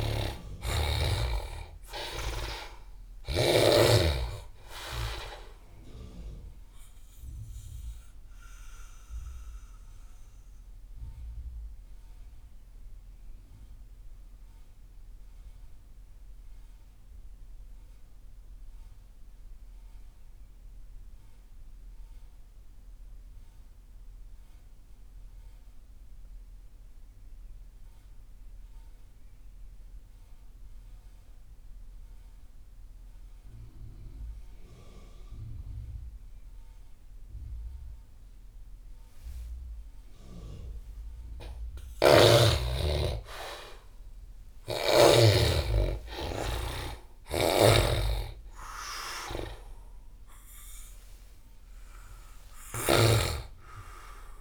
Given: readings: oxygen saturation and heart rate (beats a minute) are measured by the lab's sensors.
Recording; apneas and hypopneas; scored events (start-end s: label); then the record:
breathing in sleep by a room microphone; 1
0.00-2.00 s: arousal
0.00-27.00 s: oxygen desaturation (device-marked, oxygen 73% lowest)
11.00-40.50 s: mixed apnea (oxygen 97% before, 73% lowest)
36.00-54.41 s: oxygen desaturation (device-marked, oxygen 98% before, 75% lowest)
42.50-48.00 s: arousal
46.50-52.50 s: snoring (device-marked)
From the record:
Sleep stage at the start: N2 (light sleep); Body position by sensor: on the back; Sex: male